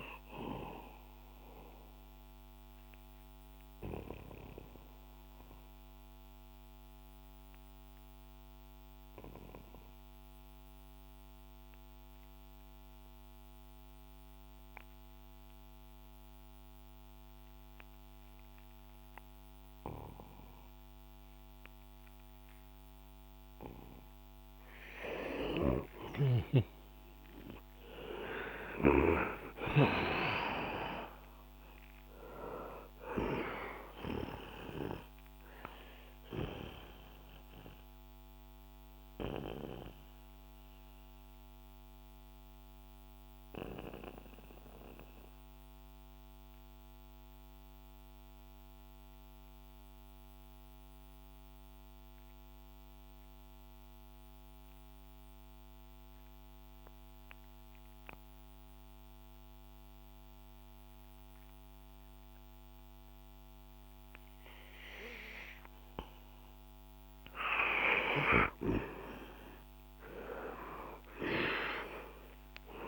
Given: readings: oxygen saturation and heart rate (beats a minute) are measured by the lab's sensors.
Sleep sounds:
breathing in sleep by a microphone on the trachea; 2
0.00-4.00 s: oxygen desaturation (device-marked, oxygen 92% lowest, heart rate 61 extreme)
2.00-24.00 s: obstructive apnea (oxygen 96% before, 90% lowest, heart rate 69 before, 58 extreme, up 7 after)
6.00-18.00 s: oxygen desaturation (device-marked, oxygen 93% before, 90% lowest, heart rate 70 before, 62 extreme)
27.50-31.50 s: arousal
35.00-44.00 s: oxygen desaturation (device-marked, oxygen 97% before, 93% lowest, heart rate 71 before, 58 extreme)
37.50-67.00 s: obstructive apnea (oxygen 99% before, 89% lowest, heart rate 72 before, 58 extreme, up 5 after)
53.00-61.00 s: oxygen desaturation (device-marked, oxygen 95% before, 92% lowest, heart rate 64 before, 62 extreme)
70.00-72.87 s: arousal
From the record:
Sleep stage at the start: N2 (light sleep); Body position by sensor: on the back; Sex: male

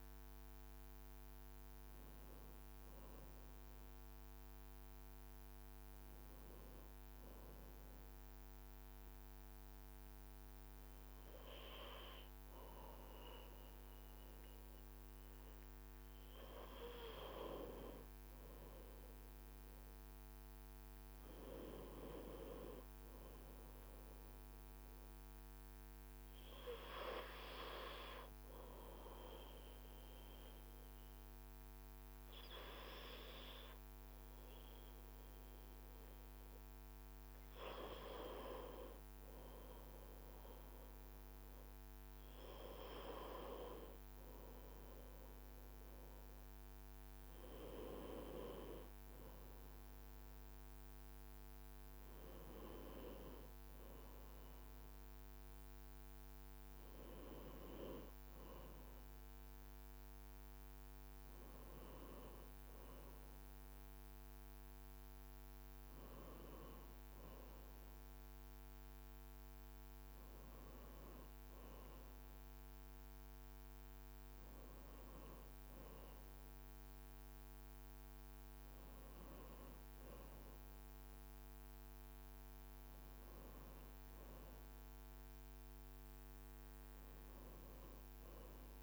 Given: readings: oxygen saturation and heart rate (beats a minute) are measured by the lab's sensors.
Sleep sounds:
breathing in sleep by a microphone on the trachea; 1
9.50-88.83 s: new sleep stage, N2 (light sleep)
26.50-37.50 s: obstructive apnea (oxygen 96% before, 94% lowest, heart rate 57 before, 54 extreme, up 0 after)
40.00-45.00 s: arousal
From the record:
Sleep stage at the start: N1 (lightest sleep); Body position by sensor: on the back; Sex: male

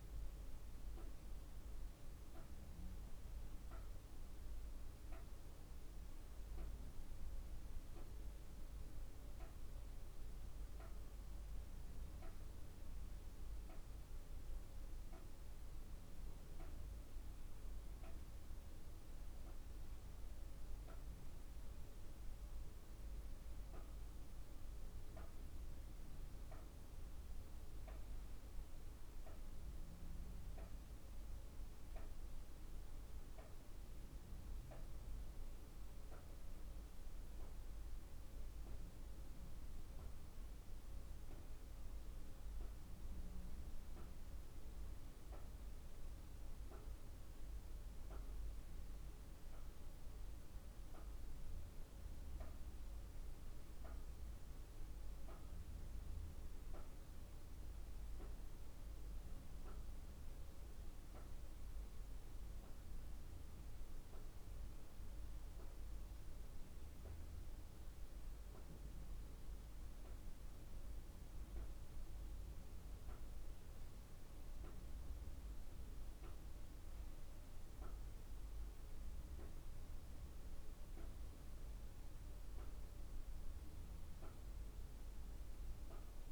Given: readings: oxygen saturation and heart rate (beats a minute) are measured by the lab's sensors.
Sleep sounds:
breathing in sleep, hard to hear, by a room microphone; none
none scored
From the record:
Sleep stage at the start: N2 (light sleep); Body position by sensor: on the back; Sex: female

